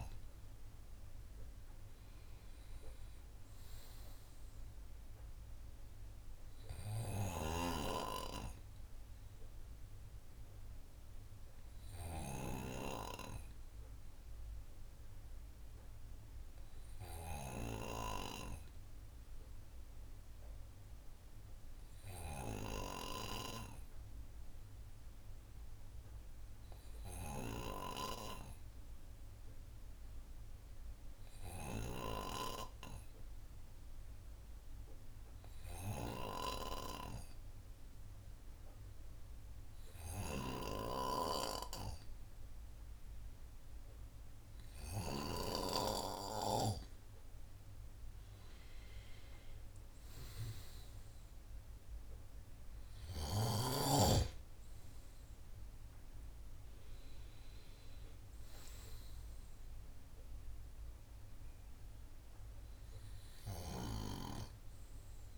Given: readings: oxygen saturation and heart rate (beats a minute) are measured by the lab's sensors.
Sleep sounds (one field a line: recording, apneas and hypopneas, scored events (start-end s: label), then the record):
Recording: breathing in sleep by a room microphone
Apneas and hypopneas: 1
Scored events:
34.50-46.50 s: hypopnea (oxygen 97% before, 94% lowest, heart rate 121 before, 59 extreme, up 15 after)
48.00-50.50 s: arousal
From the record:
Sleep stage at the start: N2 (light sleep)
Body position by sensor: on the right side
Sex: male